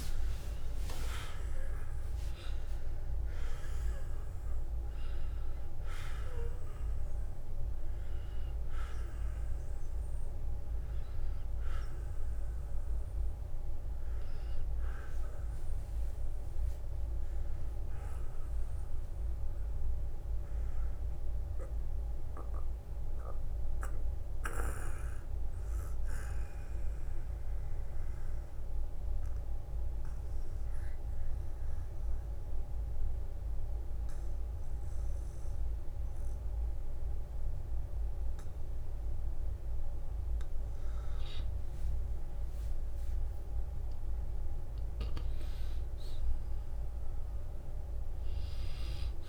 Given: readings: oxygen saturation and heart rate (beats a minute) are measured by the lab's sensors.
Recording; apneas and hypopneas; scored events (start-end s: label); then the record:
breathing in sleep by a room microphone; 1
0.00-4.50 s: arousal
0.00-23.00 s: oxygen desaturation (device-marked, oxygen 83% lowest, heart rate 43 extreme)
14.00-16.00 s: long interval between heartbeats (device-marked, heart rate 67 before, 57 extreme)
16.50-39.00 s: hypopnea (oxygen 92% before, 76% lowest, heart rate 66 before, 43 extreme, up 7 after)
20.00-22.00 s: long interval between heartbeats (device-marked, heart rate 64 before, 65 extreme)
25.00-37.00 s: oxygen desaturation (device-marked, oxygen 85% before, 76% lowest, heart rate 62 before, 43 extreme)
30.00-32.00 s: long interval between heartbeats (device-marked, heart rate 59 before, 56 extreme)
35.50-37.50 s: long interval between heartbeats (device-marked, heart rate 57 before, 57 extreme)
41.00-46.50 s: arousal
From the record:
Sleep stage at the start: N2 (light sleep); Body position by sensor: on the back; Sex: male